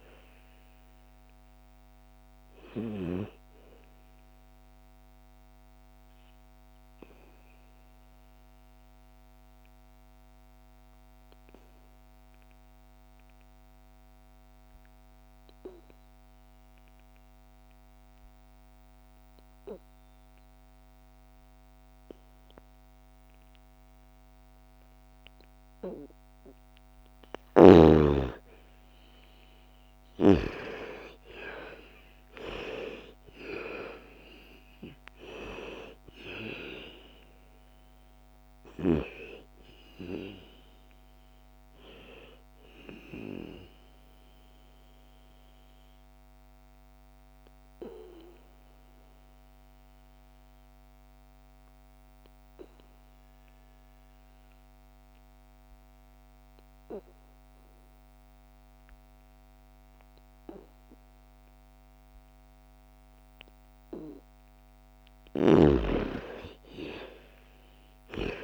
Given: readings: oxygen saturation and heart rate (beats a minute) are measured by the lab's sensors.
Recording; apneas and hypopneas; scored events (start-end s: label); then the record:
breathing in sleep by a microphone on the trachea; 2
0.00-10.00 s: oxygen desaturation (device-marked, oxygen 81% lowest, heart rate 55 extreme)
4.50-26.50 s: obstructive apnea (oxygen 99% before, 81% lowest, heart rate 65 before, 55 extreme, up 14 after)
25.00-46.00 s: oxygen desaturation (device-marked, oxygen 99% before, 81% lowest, heart rate 57 before, 55 extreme)
27.50-30.50 s: arousal
43.50-64.00 s: obstructive apnea (oxygen 99% before, 78% lowest, heart rate 64 before, 55 extreme, up 11 after)
65.00-68.44 s: oxygen desaturation (device-marked, oxygen 99% before, 83% lowest, heart rate 59 before, 55 extreme)
66.00-68.44 s: arousal
From the record:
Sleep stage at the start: N2 (light sleep); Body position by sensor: on the back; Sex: female